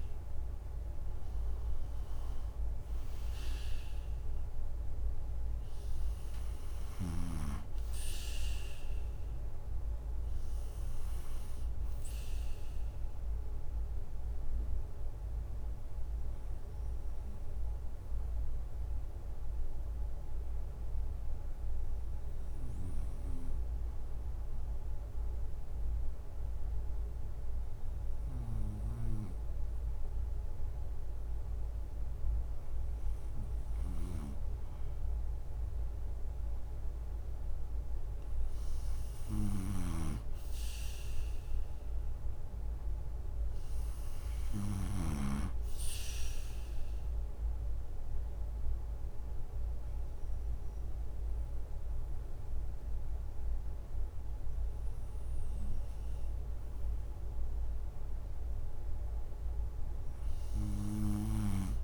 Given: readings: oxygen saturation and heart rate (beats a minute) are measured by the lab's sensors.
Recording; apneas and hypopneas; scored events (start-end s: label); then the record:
breathing in sleep by a room microphone; 2
0.00-14.50 s: drop in pulse transit time (device-marked, heart rate 68 extreme)
0.00-27.50 s: oxygen desaturation (device-marked, oxygen 88% lowest, heart rate 61 extreme)
8.50-12.00 s: arousal
16.00-32.00 s: hypopnea (oxygen 92% before, 88% lowest, heart rate 72 before, 61 extreme, up 6 after)
33.50-45.00 s: snoring (device-marked)
34.50-38.50 s: arousal
45.50-56.50 s: obstructive apnea (oxygen 96% before, 90% lowest, heart rate 66 before, 64 extreme, up 5 after)
59.00-61.84 s: arousal
From the record:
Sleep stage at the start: N2 (light sleep); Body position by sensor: on the right side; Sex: male